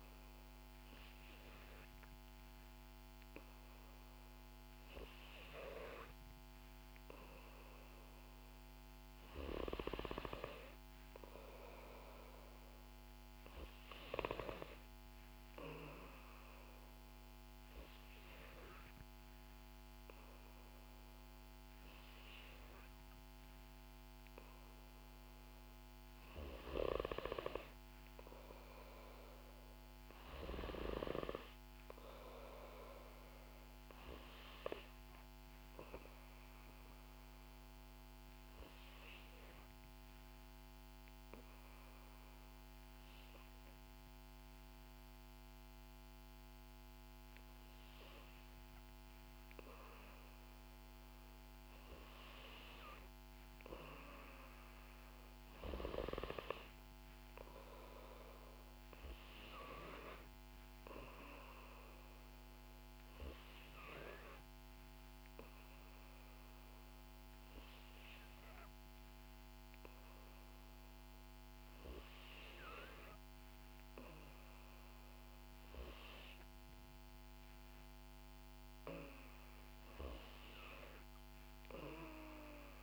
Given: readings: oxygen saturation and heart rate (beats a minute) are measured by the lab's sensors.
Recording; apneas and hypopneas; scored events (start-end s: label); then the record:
breathing in sleep by a microphone on the trachea; 2
8.50-12.00 s: arousal
15.00-26.50 s: obstructive apnea (oxygen 94% before, 91% lowest, heart rate 62 before, 58 extreme, up 7 after)
21.50-23.50 s: long interval between heartbeats (device-marked, heart rate 61 before, 64 extreme)
30.00-33.50 s: arousal
36.50-51.50 s: obstructive apnea (oxygen 93% before, 91% lowest, heart rate 63 before, 58 extreme, up 4 after)
53.50-56.50 s: arousal
From the record:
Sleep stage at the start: N2 (light sleep); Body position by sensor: on the back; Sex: female